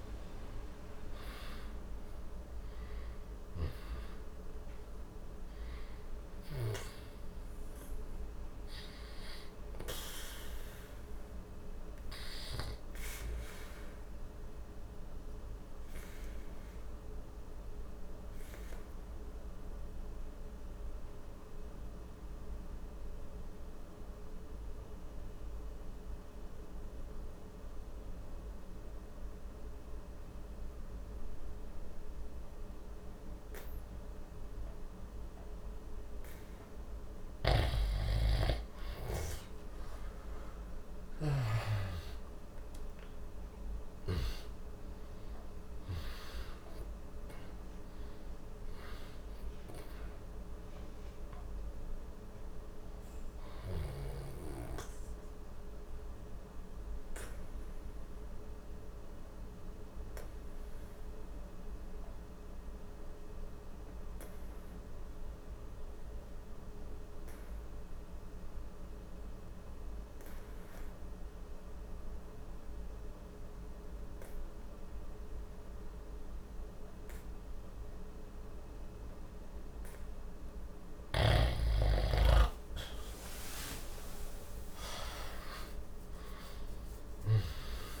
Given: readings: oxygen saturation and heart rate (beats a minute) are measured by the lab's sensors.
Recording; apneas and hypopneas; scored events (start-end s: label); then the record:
breathing in sleep by a room microphone; 2
0.00-21.50 s: oxygen desaturation (device-marked, oxygen 87% lowest, heart rate 59 extreme)
11.00-36.00 s: obstructive apnea (oxygen 98% before, 85% lowest, heart rate 69 before, 59 extreme, up 1 after)
34.50-69.50 s: oxygen desaturation (device-marked, oxygen 98% before, 85% lowest, heart rate 61 before, 59 extreme)
37.00-41.50 s: snoring (device-marked)
38.50-43.50 s: arousal
53.50-79.50 s: obstructive apnea (oxygen 98% before, 85% lowest, heart rate 62 before, 59 extreme, up 30 after)
76.50-88.00 s: oxygen desaturation (device-marked, oxygen 98% before, 86% lowest, heart rate 60 before, 59 extreme)
82.00-87.50 s: arousal
From the record:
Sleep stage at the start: N2 (light sleep); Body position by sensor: on the back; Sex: male